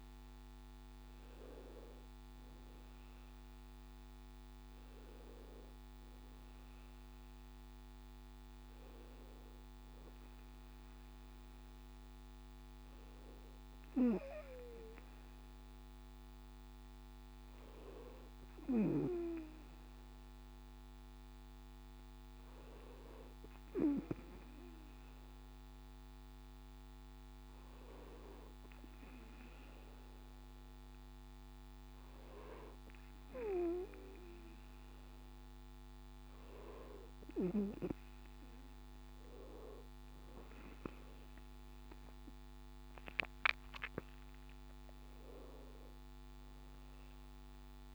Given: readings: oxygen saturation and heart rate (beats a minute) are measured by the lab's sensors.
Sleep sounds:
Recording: breathing in sleep by a microphone on the trachea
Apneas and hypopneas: none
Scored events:
none scored
From the record:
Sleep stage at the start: N2 (light sleep)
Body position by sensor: on the back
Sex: male

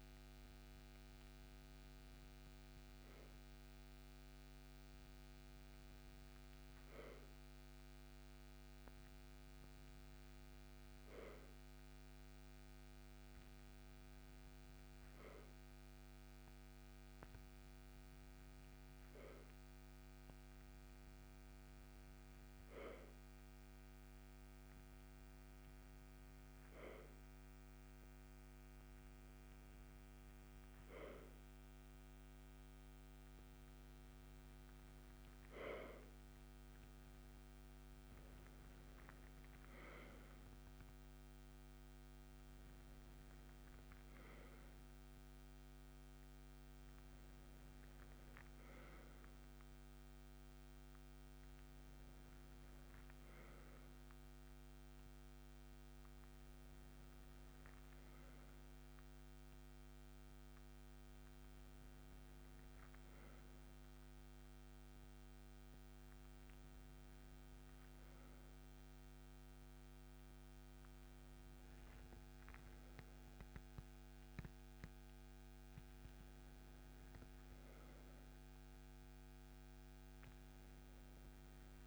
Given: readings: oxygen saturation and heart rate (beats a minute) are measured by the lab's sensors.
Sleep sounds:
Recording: breathing in sleep, hard to hear, by a microphone on the trachea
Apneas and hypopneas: none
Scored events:
44.50-74.50 s: new sleep stage, N1 (lightest sleep)
45.50-50.00 s: arousal
74.50-81.87 s: new sleep stage, N2 (light sleep)
From the record:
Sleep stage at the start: N2 (light sleep)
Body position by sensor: on the right side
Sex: male

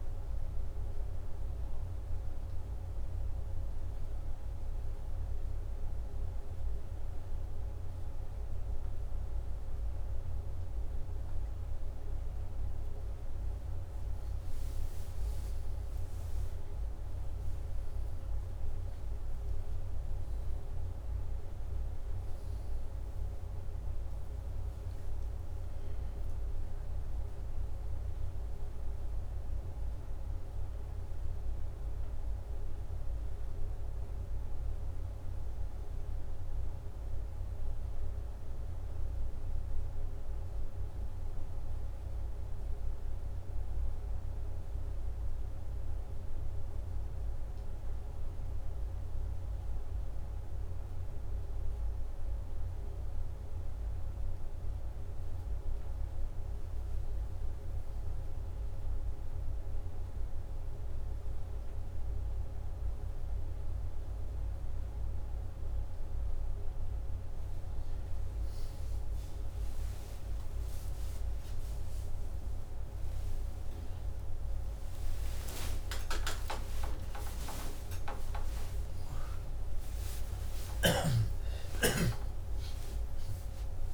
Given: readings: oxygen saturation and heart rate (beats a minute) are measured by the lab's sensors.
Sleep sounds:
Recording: breathing in sleep, hard to hear, by a room microphone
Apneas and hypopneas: 2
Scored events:
1.50-12.00 s: hypopnea (oxygen 97% before, 94% lowest, heart rate 81 before, 77 extreme, up 6 after)
16.00-21.50 s: arousal
43.50-54.50 s: hypopnea (oxygen 97% before, 94% lowest, heart rate 83 before, 76 extreme, up 3 after)
73.00-83.94 s: new sleep stage, awake
From the record:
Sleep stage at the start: N1 (lightest sleep)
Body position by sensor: upright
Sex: male

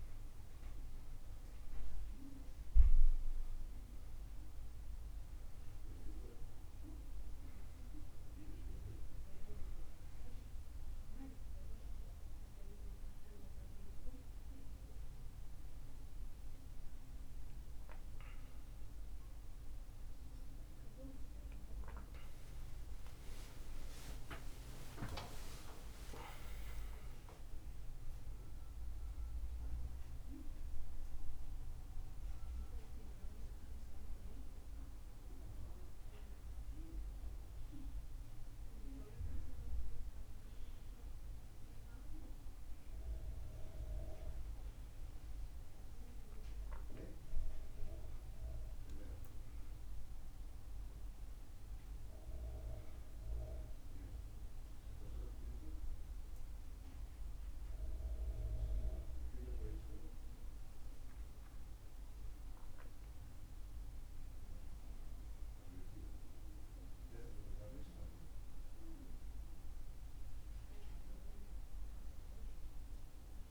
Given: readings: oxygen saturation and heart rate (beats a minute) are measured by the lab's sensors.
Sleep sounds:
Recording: breathing in sleep by a room microphone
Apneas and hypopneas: none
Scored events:
21.00-25.50 s: arousal
26.00-73.50 s: new sleep stage, N1 (lightest sleep)
From the record:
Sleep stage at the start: N2 (light sleep)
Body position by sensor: on the back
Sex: male

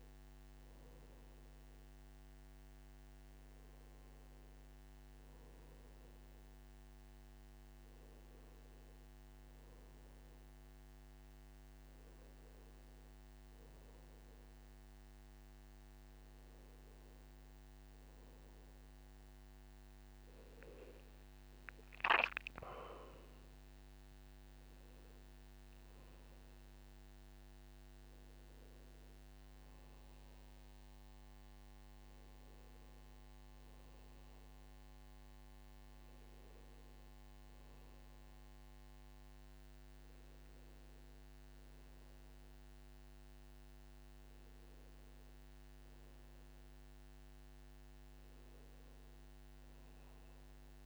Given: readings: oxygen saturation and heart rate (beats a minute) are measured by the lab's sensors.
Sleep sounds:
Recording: breathing in sleep, hard to hear, by a microphone on the trachea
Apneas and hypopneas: none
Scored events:
22.00-24.00 s: long interval between heartbeats (device-marked, heart rate 61 before, 105 extreme)
From the record:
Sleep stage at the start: N2 (light sleep)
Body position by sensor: on the back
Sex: male

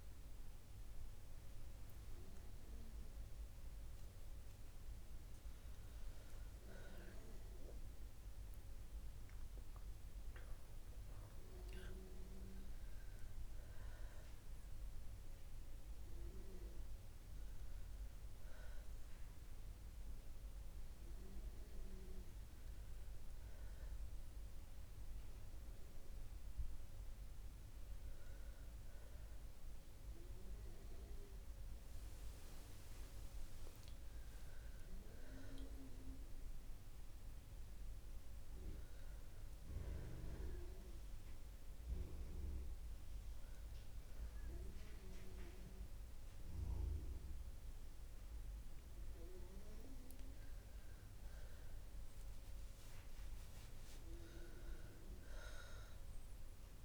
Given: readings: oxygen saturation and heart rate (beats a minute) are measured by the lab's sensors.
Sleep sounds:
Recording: breathing in sleep by a room microphone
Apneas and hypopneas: 1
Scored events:
0.00-3.00 s: oxygen desaturation (device-marked, oxygen 92% lowest, heart rate 61 extreme)
3.50-8.00 s: arousal
14.00-21.00 s: oxygen desaturation (device-marked, oxygen 96% before, 92% lowest, heart rate 66 before, 61 extreme)
40.00-51.50 s: hypopnea (oxygen 95% before, 91% lowest, heart rate 62 before, 61 extreme, up 2 after)
From the record:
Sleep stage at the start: N2 (light sleep)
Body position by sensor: on the back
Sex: female

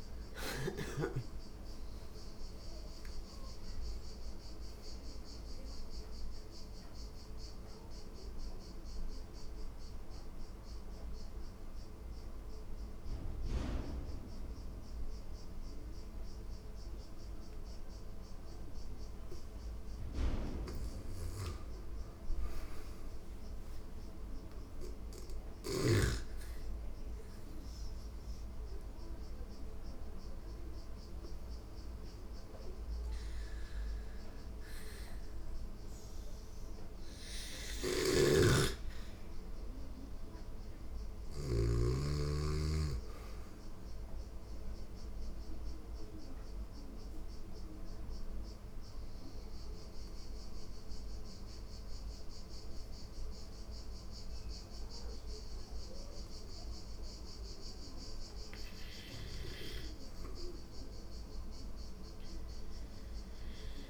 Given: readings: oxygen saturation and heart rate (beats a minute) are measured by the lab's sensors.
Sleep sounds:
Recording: breathing in sleep by a room microphone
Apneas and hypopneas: 2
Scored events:
0.00-16.00 s: oxygen desaturation (device-marked, oxygen 85% lowest, heart rate 84 extreme)
5.50-19.50 s: mixed apnea (oxygen 97% before, 85% lowest, heart rate 87 before, 84 extreme, up 4 after)
20.50-24.50 s: arousal
24.00-38.00 s: oxygen desaturation (device-marked, oxygen 100% before, 92% lowest, heart rate 87 before, 83 extreme)
29.00-63.90 s: new sleep stage, REM sleep
37.00-40.50 s: snoring (device-marked)
40.00-49.00 s: oxygen desaturation (device-marked, oxygen 97% before, 93% lowest, heart rate 87 before, 79 extreme)
44.00-59.00 s: obstructive apnea (oxygen 100% before, 79% lowest, heart rate 87 before, 79 extreme, up 0 after)
59.00-63.50 s: arousal
61.00-63.90 s: oxygen desaturation (device-marked, oxygen 94% before, 86% lowest, heart rate 86 before, 80 extreme)
From the record:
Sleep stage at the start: N2 (light sleep)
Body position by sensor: on the back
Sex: female

